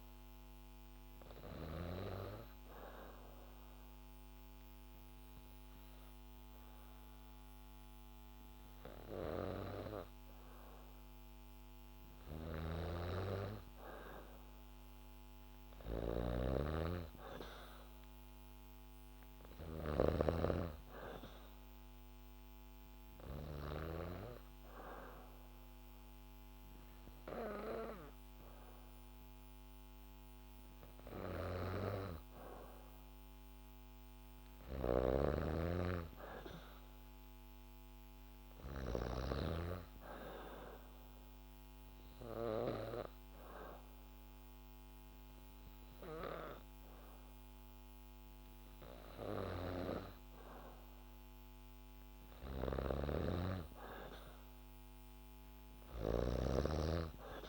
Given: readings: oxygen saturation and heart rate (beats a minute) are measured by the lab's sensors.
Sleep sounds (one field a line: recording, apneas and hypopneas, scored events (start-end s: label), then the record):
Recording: breathing in sleep by a microphone on the trachea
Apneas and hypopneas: 3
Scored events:
0.00-1.50 s: snoring (device-marked)
0.00-11.00 s: oxygen desaturation (device-marked, oxygen 92% lowest, heart rate 69 extreme)
0.50-12.00 s: obstructive apnea (oxygen 96% before, 92% lowest, heart rate 71 before, 69 extreme, up 1 after)
12.00-20.00 s: snoring (device-marked)
14.00-17.50 s: arousal
18.00-32.00 s: oxygen desaturation (device-marked, oxygen 96% before, 92% lowest, heart rate 71 before, 69 extreme)
23.50-34.00 s: obstructive apnea (oxygen 96% before, 92% lowest, heart rate 70 before, 69 extreme, up 4 after)
34.50-39.00 s: snoring (device-marked)
35.50-38.00 s: arousal
40.00-50.50 s: obstructive apnea (oxygen 96% before, 92% lowest, heart rate 71 before, 68 extreme, up 0 after)
52.00-57.49 s: snoring (device-marked)
53.00-56.00 s: arousal
56.00-57.49 s: oxygen desaturation (device-marked, oxygen 96% before, 92% lowest, heart rate 72 before, 67 extreme)
From the record:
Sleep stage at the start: N2 (light sleep)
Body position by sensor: on the back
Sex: female